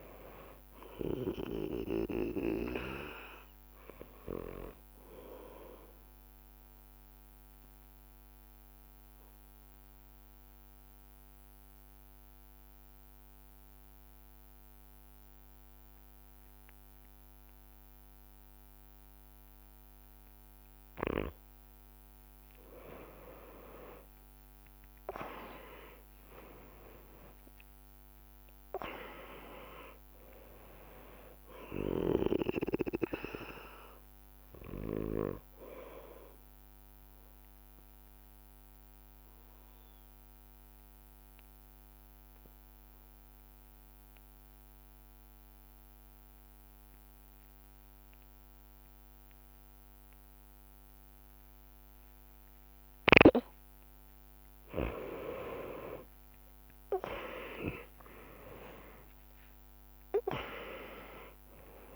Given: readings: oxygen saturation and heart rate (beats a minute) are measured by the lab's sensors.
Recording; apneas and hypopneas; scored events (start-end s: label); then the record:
breathing in sleep by a microphone on the trachea; 2
0.00-17.50 s: oxygen desaturation (device-marked, oxygen 90% lowest)
7.00-21.50 s: obstructive apnea (oxygen 99% before, 90% lowest)
24.00-28.50 s: arousal
29.50-48.50 s: oxygen desaturation (device-marked, oxygen 99% before, 94% lowest)
38.50-53.00 s: obstructive apnea (oxygen 99% before, 91% lowest)
56.00-60.00 s: arousal
From the record:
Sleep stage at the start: N2 (light sleep); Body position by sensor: on the back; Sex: male